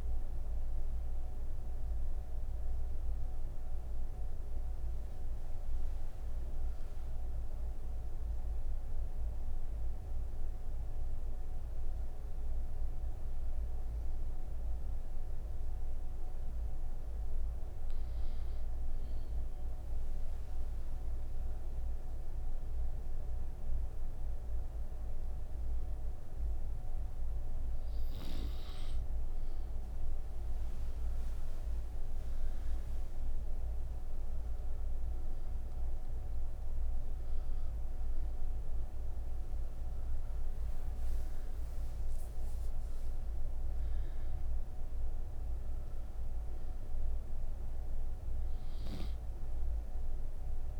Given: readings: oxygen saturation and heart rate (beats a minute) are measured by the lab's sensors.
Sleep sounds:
breathing in sleep, hard to hear, by a room microphone; 1
9.00-20.00 s: obstructive apnea (oxygen 97% before, 94% lowest)
From the record:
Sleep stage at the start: N1 (lightest sleep); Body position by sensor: on the right side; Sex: female

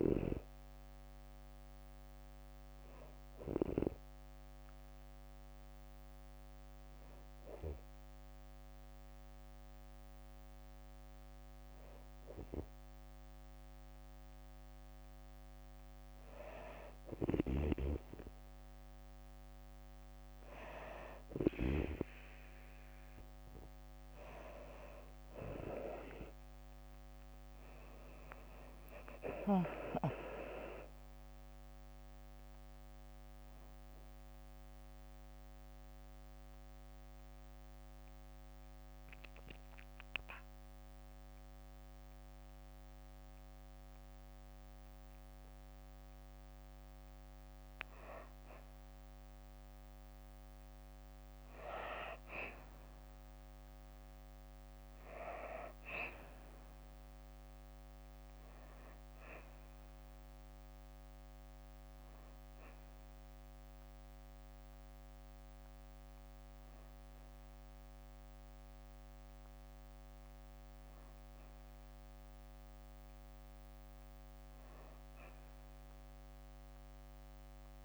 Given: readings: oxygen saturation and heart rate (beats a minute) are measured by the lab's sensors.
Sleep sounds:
breathing in sleep by a microphone on the trachea; 1
16.50-21.50 s: snoring (device-marked)
24.00-27.00 s: arousal
24.00-32.00 s: oxygen desaturation (device-marked, oxygen 96% before, 92% lowest, heart rate 64 before, 61 extreme)
26.50-28.50 s: long interval between heartbeats (device-marked, heart rate 64 before, 78 extreme)
28.00-44.00 s: drop in pulse transit time (device-marked, heart rate 66 before, 62 extreme)
33.50-46.50 s: obstructive apnea (oxygen 96% before, 92% lowest, heart rate 70 before, 61 extreme, up 0 after)
48.50-51.00 s: arousal
60.00-67.00 s: oxygen desaturation (device-marked, oxygen 98% before, 92% lowest, heart rate 63 before, 64 extreme)
From the record:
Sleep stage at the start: N2 (light sleep); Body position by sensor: on the back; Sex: female

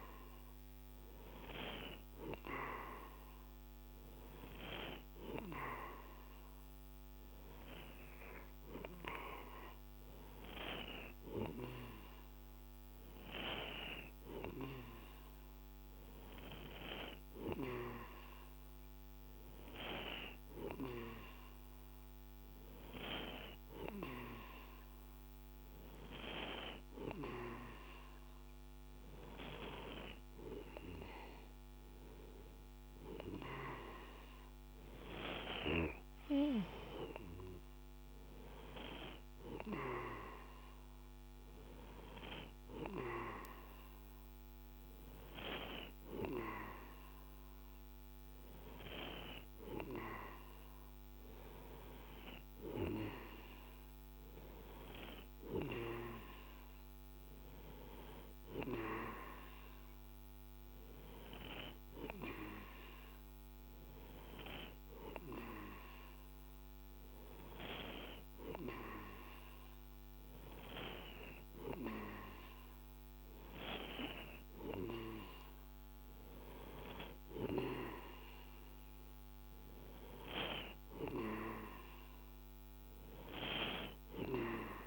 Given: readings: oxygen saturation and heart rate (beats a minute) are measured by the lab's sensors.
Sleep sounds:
breathing in sleep by a microphone on the trachea; none
none scored
From the record:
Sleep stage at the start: N2 (light sleep); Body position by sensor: on the right side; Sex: male

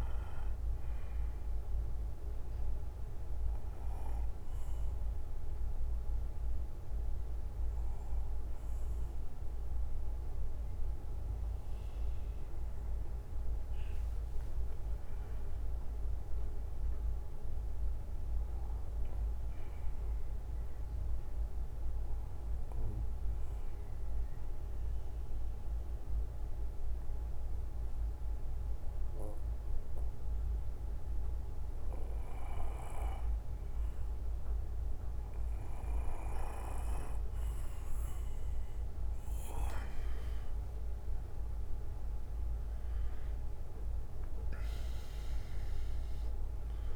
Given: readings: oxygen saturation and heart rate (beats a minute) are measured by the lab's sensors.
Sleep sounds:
breathing in sleep, hard to hear, by a room microphone; 2
0.00-20.50 s: oxygen desaturation (device-marked, oxygen 92% lowest, heart rate 48 extreme)
0.50-2.50 s: bradycardia (device-marked, heart rate 60 before, 56 extreme)
3.50-14.00 s: obstructive apnea (oxygen 96% before, 91% lowest, heart rate 63 before, 48 extreme, up 17 after)
4.50-14.50 s: bradycardia (device-marked, heart rate 60 before, 50 extreme)
16.50-19.00 s: arousal
19.50-27.50 s: bradycardia (device-marked, heart rate 60 before, 48 extreme)
22.00-36.00 s: obstructive apnea (oxygen 96% before, 91% lowest, heart rate 58 before, 50 extreme, up 15 after)
35.50-39.50 s: bradycardia (device-marked, heart rate 60 before, 59 extreme)
42.00-46.50 s: arousal
From the record:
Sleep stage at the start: N2 (light sleep); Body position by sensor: on the back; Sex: male

